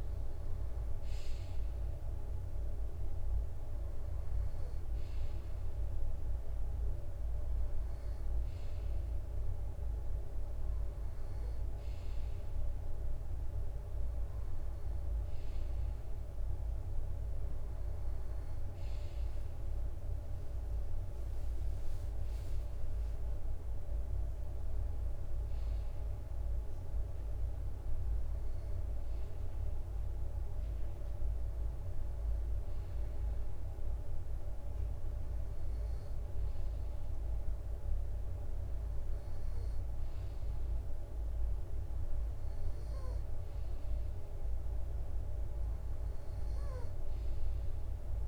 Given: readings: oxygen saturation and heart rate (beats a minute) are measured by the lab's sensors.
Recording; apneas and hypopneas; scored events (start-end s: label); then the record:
breathing in sleep, hard to hear, by a room microphone; none
20.00-24.00 s: arousal
From the record:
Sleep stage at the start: N2 (light sleep); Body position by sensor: on the right side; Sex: male